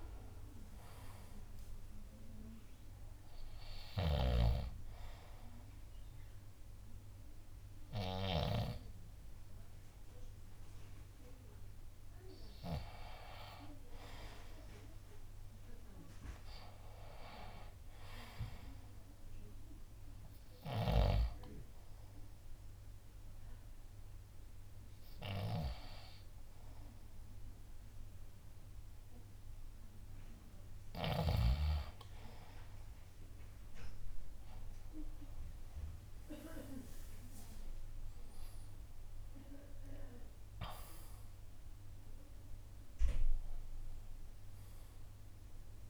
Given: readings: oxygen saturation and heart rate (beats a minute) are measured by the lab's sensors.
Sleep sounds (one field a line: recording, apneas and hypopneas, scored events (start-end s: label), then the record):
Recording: breathing in sleep by a room microphone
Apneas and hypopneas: 2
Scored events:
0.00-4.00 s: oxygen desaturation (device-marked, oxygen 89% lowest)
1.50-11.50 s: obstructive apnea (oxygen 95% before, 88% lowest)
4.00-9.00 s: snoring (device-marked)
6.00-13.00 s: drop in pulse transit time (device-marked)
13.00-16.50 s: arousal
15.00-24.00 s: oxygen desaturation (device-marked, oxygen 91% before, 88% lowest)
21.50-33.00 s: hypopnea (oxygen 95% before, 88% lowest)
34.50-40.00 s: arousal
From the record:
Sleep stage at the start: N2 (light sleep)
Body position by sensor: on the left side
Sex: male